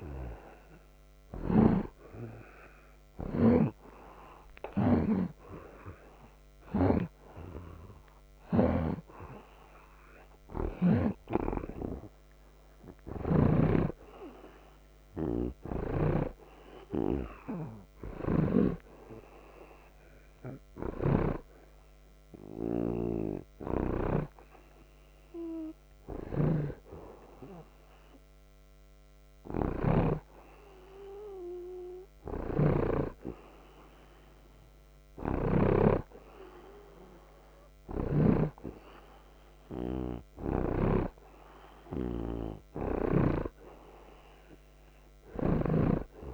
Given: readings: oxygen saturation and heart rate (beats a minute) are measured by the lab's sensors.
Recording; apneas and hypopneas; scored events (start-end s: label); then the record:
breathing in sleep by a microphone on the trachea; none
8.50-13.50 s: snoring (device-marked)
32.50-36.00 s: snoring (device-marked)
38.00-43.50 s: snoring (device-marked)
From the record:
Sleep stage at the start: REM sleep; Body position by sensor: on the right side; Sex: male